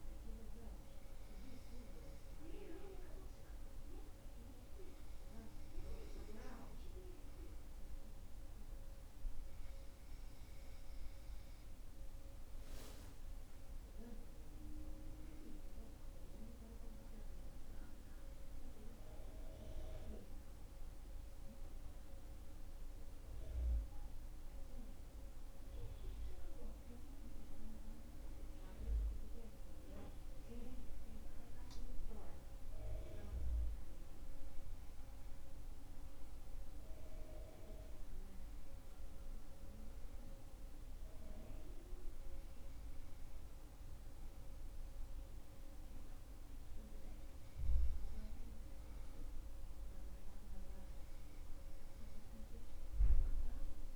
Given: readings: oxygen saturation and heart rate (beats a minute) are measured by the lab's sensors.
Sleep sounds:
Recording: breathing in sleep by a room microphone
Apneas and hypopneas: none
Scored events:
none scored
From the record:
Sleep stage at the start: N2 (light sleep)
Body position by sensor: on the back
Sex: male

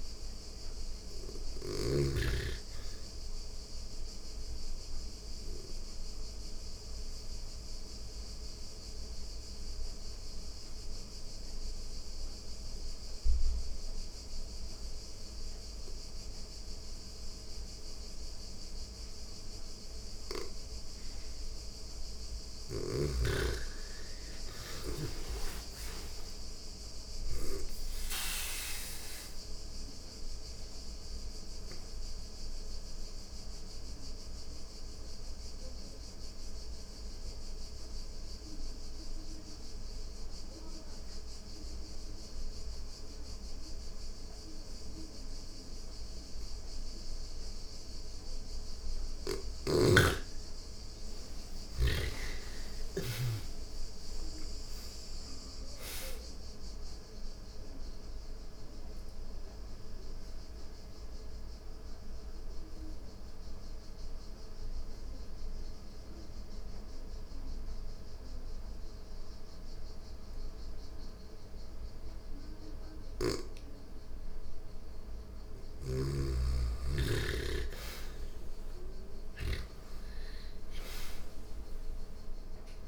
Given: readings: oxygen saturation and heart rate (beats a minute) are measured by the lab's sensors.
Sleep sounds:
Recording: breathing in sleep by a room microphone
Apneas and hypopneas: 3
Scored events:
1.50-14.50 s: oxygen desaturation (device-marked, oxygen 98% before, 89% lowest, heart rate 86 before, 84 extreme)
2.50-20.00 s: obstructive apnea (oxygen 99% before, 86% lowest, heart rate 87 before, 84 extreme, up 6 after)
21.50-24.50 s: arousal
23.50-43.50 s: oxygen desaturation (device-marked, oxygen 99% before, 86% lowest, heart rate 86 before, 82 extreme)
30.00-47.50 s: obstructive apnea (oxygen 99% before, 86% lowest, heart rate 86 before, 82 extreme, up 7 after)
50.00-53.50 s: arousal
55.50-71.50 s: oxygen desaturation (device-marked, oxygen 98% before, 86% lowest, heart rate 86 before, 82 extreme)
56.50-73.50 s: obstructive apnea (oxygen 99% before, 85% lowest, heart rate 86 before, 82 extreme, up 8 after)
74.50-82.88 s: snoring (device-marked)
75.50-79.50 s: arousal
From the record:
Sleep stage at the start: N2 (light sleep)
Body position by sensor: on the back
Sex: female

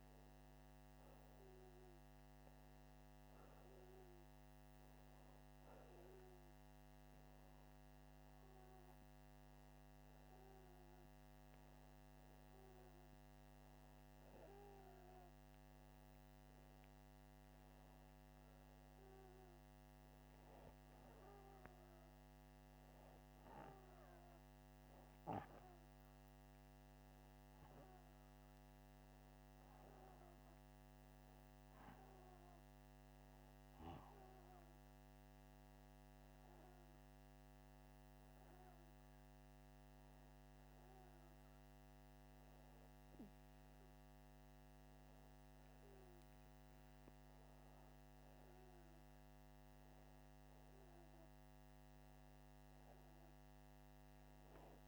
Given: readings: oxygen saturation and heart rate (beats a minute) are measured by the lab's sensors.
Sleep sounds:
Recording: breathing in sleep, hard to hear, by a microphone on the trachea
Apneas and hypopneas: none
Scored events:
none scored
From the record:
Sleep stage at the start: N2 (light sleep)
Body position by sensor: upright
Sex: male

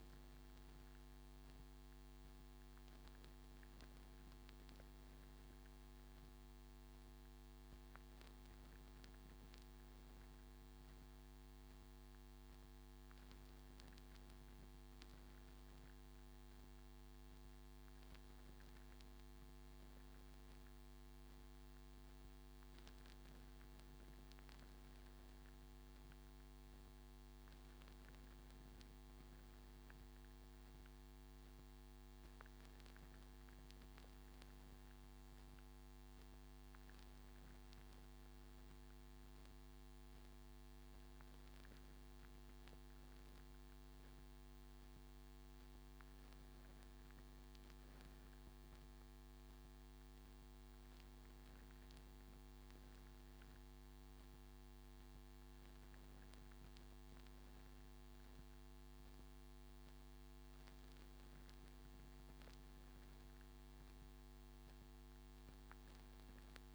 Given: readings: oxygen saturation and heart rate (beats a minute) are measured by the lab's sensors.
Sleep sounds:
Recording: breathing in sleep, hard to hear, by a microphone on the trachea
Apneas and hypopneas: none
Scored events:
none scored
From the record:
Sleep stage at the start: N3 (deep sleep)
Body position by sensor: on the front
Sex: male

